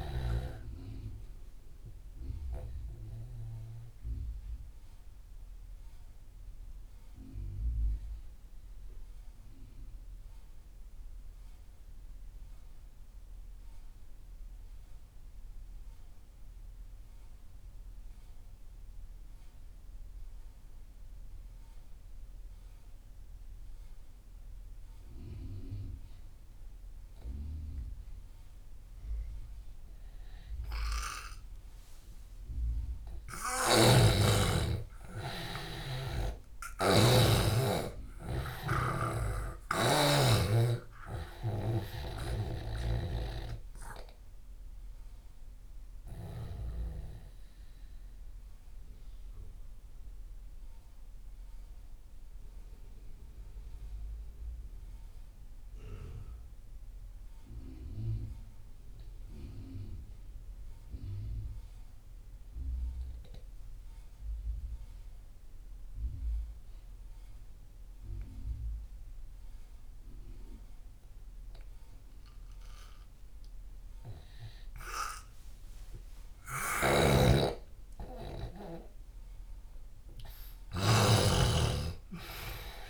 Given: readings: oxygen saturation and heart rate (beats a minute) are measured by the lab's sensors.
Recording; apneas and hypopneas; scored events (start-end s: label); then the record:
breathing in sleep by a room microphone; 2
0.00-24.00 s: oxygen desaturation (device-marked, oxygen 84% lowest)
4.00-33.00 s: mixed apnea (oxygen 98% before, 84% lowest)
33.50-37.00 s: snoring (device-marked)
36.00-40.50 s: arousal
37.00-63.00 s: oxygen desaturation (device-marked, oxygen 97% before, 85% lowest)
39.00-42.50 s: snoring (device-marked)
46.00-76.50 s: mixed apnea (oxygen 98% before, 85% lowest)
76.50-82.90 s: snoring (device-marked)
77.50-82.00 s: arousal
81.00-82.90 s: oxygen desaturation (device-marked, oxygen 97% before, 85% lowest)
From the record:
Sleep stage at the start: N2 (light sleep); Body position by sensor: on the left side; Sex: male